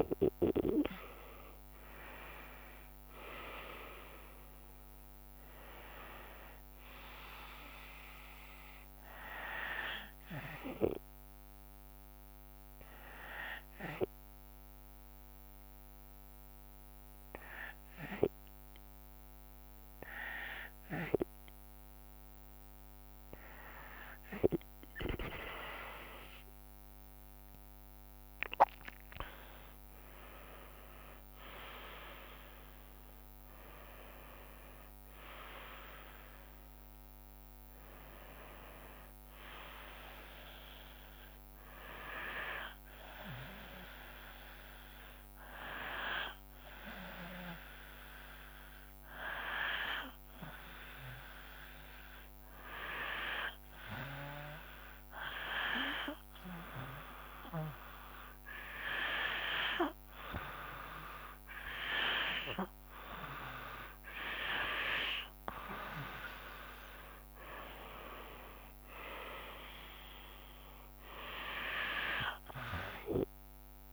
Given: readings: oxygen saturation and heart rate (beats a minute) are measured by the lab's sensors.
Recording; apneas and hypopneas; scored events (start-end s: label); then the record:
breathing in sleep by a microphone on the trachea; 2
9.00-21.50 s: hypopnea (oxygen 96% before, 93% lowest, heart rate 76 before, 66 extreme, up 9 after)
25.00-28.50 s: arousal
25.50-37.50 s: drop in pulse transit time (device-marked, heart rate 72 before, 73 extreme)
26.50-40.50 s: oxygen desaturation (device-marked, oxygen 97% before, 93% lowest, heart rate 72 before, 65 extreme)
46.00-59.50 s: hypopnea (oxygen 97% before, 94% lowest, heart rate 74 before, 61 extreme, up 6 after)
62.00-65.50 s: arousal
From the record:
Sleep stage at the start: N2 (light sleep); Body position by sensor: on the right side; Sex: female